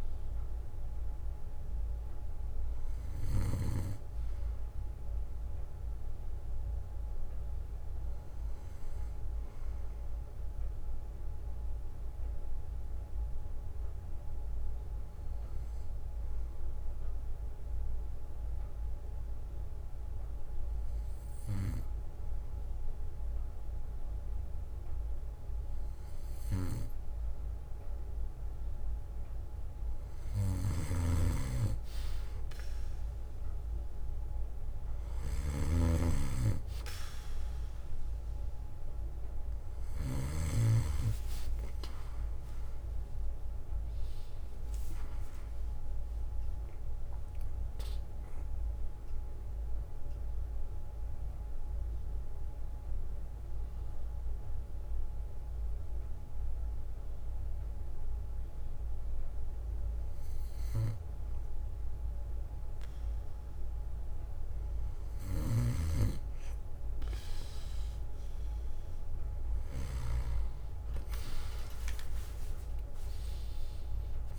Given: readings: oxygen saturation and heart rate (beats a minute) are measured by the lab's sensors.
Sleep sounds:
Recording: breathing in sleep by a room microphone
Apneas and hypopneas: 2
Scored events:
3.00-5.00 s: bradycardia (device-marked, heart rate 61 before, 59 extreme)
13.00-19.00 s: bradycardia (device-marked, heart rate 61 before, 55 extreme)
13.00-26.00 s: hypopnea (oxygen 97% before, 93% lowest, heart rate 62 before, 57 extreme, up 9 after)
31.00-33.00 s: bradycardia (device-marked, heart rate 61 before, 59 extreme)
31.00-36.00 s: snoring (device-marked)
40.00-42.00 s: bradycardia (device-marked, heart rate 61 before, 62 extreme)
42.50-46.00 s: arousal
48.50-60.00 s: central apnea (oxygen 96% before, 93% lowest, heart rate 62 before, 58 extreme, up 8 after)
53.00-57.00 s: oxygen desaturation (device-marked, oxygen 96% before, 93% lowest, heart rate 64 before, 58 extreme)
60.00-62.00 s: bradycardia (device-marked, heart rate 61 before, 62 extreme)
71.50-74.39 s: arousal
From the record:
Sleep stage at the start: N2 (light sleep)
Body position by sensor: on the back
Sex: male

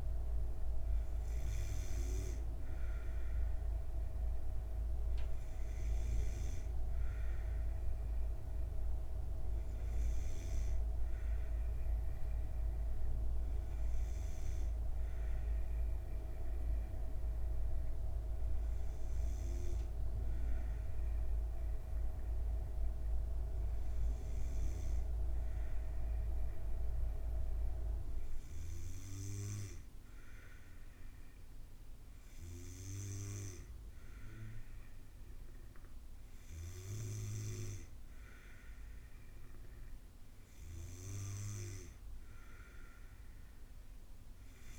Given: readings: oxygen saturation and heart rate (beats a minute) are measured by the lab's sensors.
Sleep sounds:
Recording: breathing in sleep by a room microphone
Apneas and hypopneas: none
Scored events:
none scored
From the record:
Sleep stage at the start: N2 (light sleep)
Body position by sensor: on the back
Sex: female

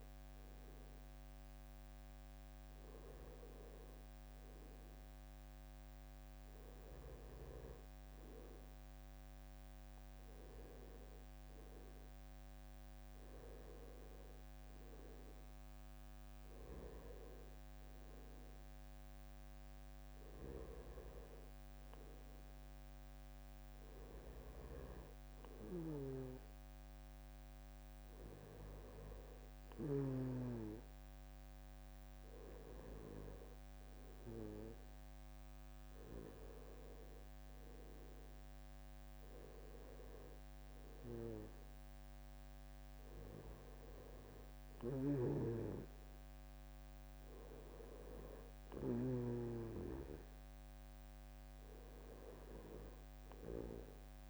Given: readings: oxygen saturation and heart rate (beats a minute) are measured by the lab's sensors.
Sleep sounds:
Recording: breathing in sleep by a microphone on the trachea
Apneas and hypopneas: none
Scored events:
45.00-49.50 s: snoring (device-marked)
From the record:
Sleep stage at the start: N2 (light sleep)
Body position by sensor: on the right side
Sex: male

